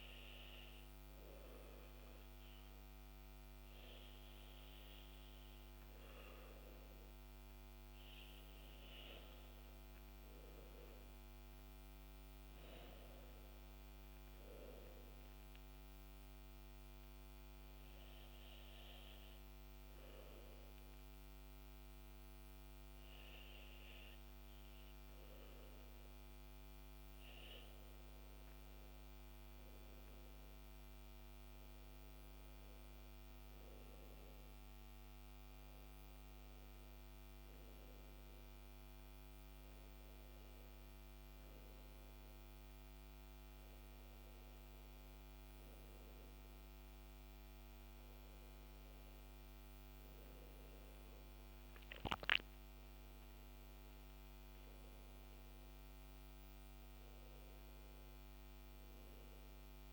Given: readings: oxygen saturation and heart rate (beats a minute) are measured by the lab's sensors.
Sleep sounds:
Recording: breathing in sleep, hard to hear, by a microphone on the trachea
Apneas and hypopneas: none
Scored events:
none scored
From the record:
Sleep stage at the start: N2 (light sleep)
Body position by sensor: on the back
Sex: male

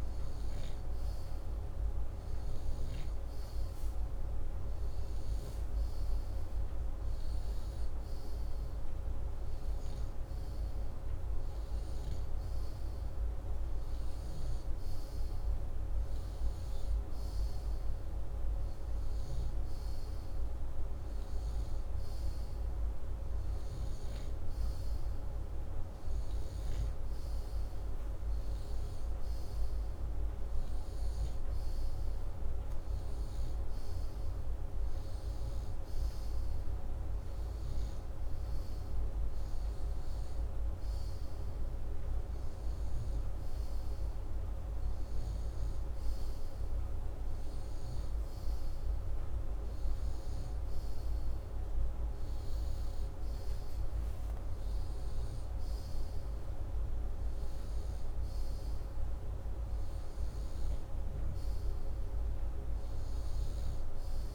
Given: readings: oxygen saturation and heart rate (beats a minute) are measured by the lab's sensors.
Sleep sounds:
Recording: breathing in sleep, hard to hear, by a room microphone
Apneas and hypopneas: none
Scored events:
0.00-3.50 s: snoring (device-marked)
61.00-64.34 s: snoring (device-marked)
From the record:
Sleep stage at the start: N2 (light sleep)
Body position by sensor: upright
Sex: male

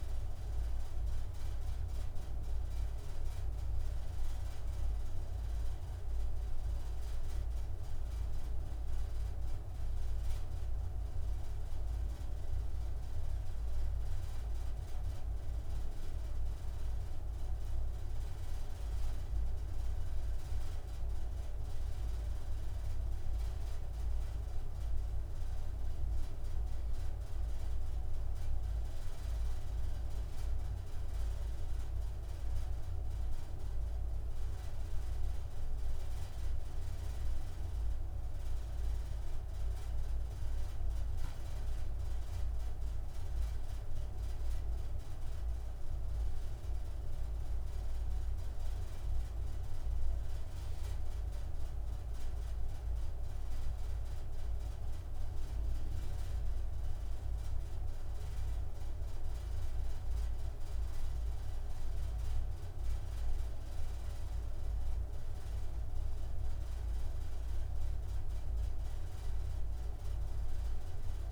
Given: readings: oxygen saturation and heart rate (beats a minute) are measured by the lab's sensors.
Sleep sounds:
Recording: a person awake in a sleep study, hard to hear, by a room microphone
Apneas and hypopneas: none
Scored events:
none scored
From the record:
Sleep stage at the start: awake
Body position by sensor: on the right side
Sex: male

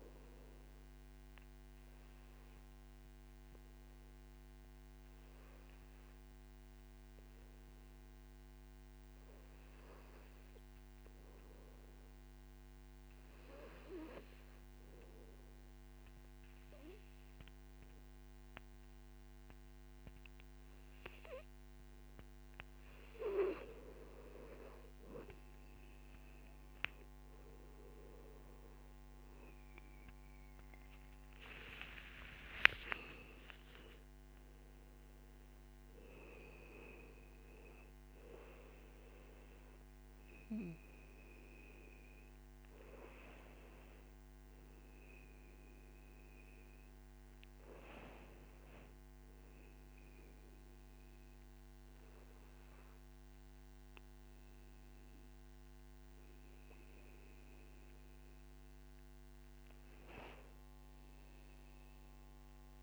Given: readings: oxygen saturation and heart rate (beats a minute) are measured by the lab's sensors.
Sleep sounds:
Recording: breathing in sleep by a microphone on the trachea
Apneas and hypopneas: 1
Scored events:
13.50-24.50 s: hypopnea (oxygen 99% before, 94% lowest, heart rate 59 before, 55 extreme, up 4 after)
21.50-48.50 s: oxygen desaturation (device-marked, oxygen 100% before, 94% lowest, heart rate 59 before, 55 extreme)
31.50-36.00 s: arousal
33.50-35.50 s: long interval between heartbeats (device-marked, heart rate 62 before, 75 extreme)
From the record:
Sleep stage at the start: REM sleep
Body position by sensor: on the back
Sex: male

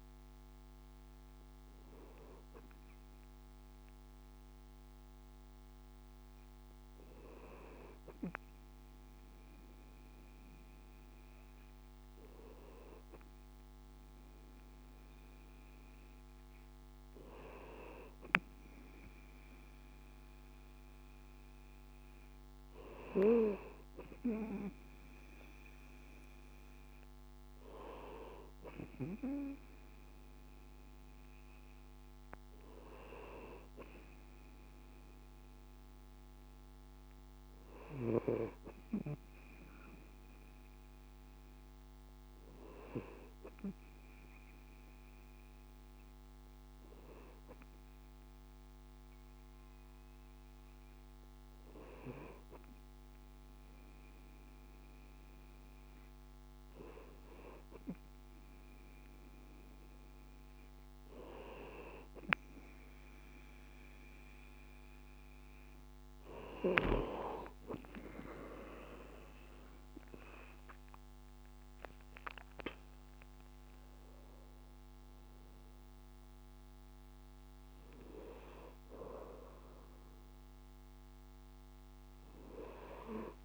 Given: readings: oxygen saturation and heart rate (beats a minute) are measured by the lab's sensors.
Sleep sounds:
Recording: breathing in sleep by a microphone on the trachea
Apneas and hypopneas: none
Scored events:
none scored
From the record:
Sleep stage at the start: N2 (light sleep)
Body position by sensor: on the right side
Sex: male

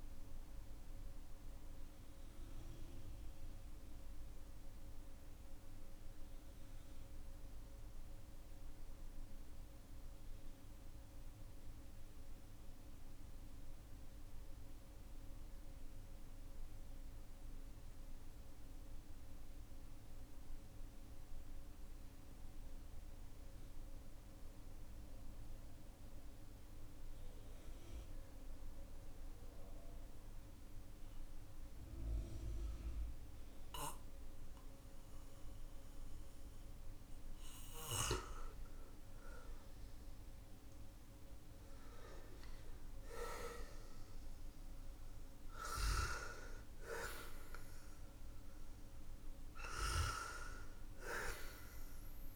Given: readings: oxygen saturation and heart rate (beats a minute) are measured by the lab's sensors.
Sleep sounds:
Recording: breathing in sleep by a room microphone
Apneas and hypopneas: 1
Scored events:
3.00-35.50 s: obstructive apnea (oxygen 97% before, 91% lowest, heart rate 59 before, 46 extreme, up 10 after)
35.00-52.36 s: oxygen desaturation (device-marked, oxygen 99% before, 91% lowest, heart rate 52 before, 44 extreme)
41.50-46.50 s: arousal
From the record:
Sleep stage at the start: N2 (light sleep)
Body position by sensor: on the back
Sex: male

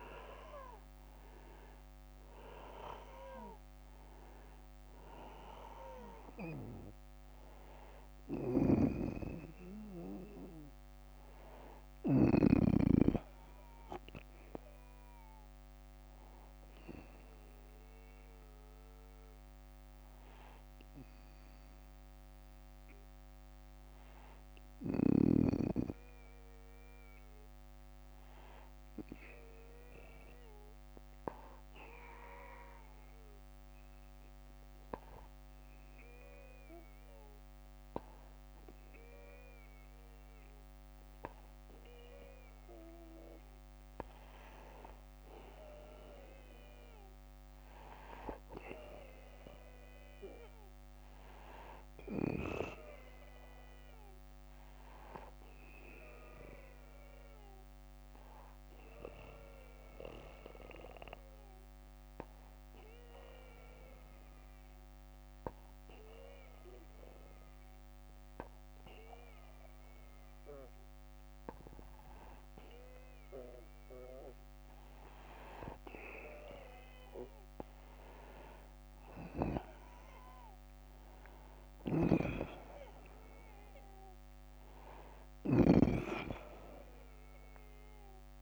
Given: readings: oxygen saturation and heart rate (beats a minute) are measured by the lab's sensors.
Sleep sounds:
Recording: breathing in sleep by a microphone on the trachea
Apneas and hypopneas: 2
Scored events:
0.00-3.50 s: arousal
7.50-11.50 s: snoring (device-marked)
17.50-32.50 s: oxygen desaturation (device-marked, oxygen 95% before, 91% lowest, heart rate 65 before, 59 extreme)
20.00-38.50 s: hypopnea (oxygen 96% before, 91% lowest, heart rate 65 before, 59 extreme, up 1 after)
44.00-47.00 s: arousal
57.00-74.00 s: obstructive apnea (oxygen 98% before, 93% lowest, heart rate 63 before, 58 extreme, up 9 after)
76.00-80.00 s: arousal
81.00-85.00 s: snoring (device-marked)
From the record:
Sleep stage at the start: N2 (light sleep)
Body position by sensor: on the back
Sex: male

